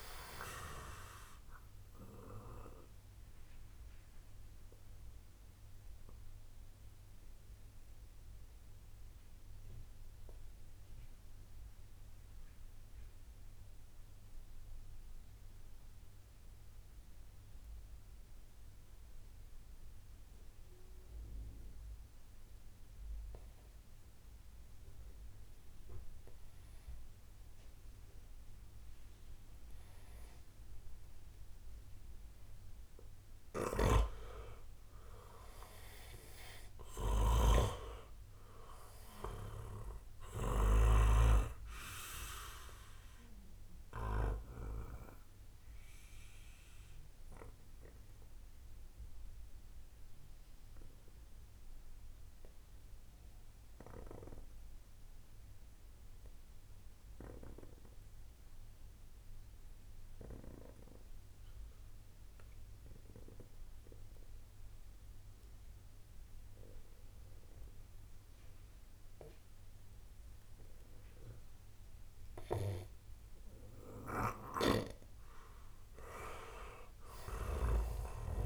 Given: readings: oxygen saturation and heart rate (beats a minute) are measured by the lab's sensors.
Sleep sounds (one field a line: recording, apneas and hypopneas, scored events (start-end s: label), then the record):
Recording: breathing in sleep by a room microphone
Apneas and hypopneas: 2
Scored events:
0.00-9.50 s: oxygen desaturation (device-marked, oxygen 93% lowest, heart rate 35 extreme)
1.50-28.00 s: obstructive apnea (oxygen 98% before, 92% lowest, heart rate 59 before, 34 extreme, up 8 after)
30.00-33.50 s: arousal
33.50-40.50 s: snoring (device-marked)
42.50-73.00 s: obstructive apnea (oxygen 97% before, 92% lowest, heart rate 60 before, 55 extreme, up 9 after)
76.00-78.46 s: arousal
From the record:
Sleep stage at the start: N2 (light sleep)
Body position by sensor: on the right side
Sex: male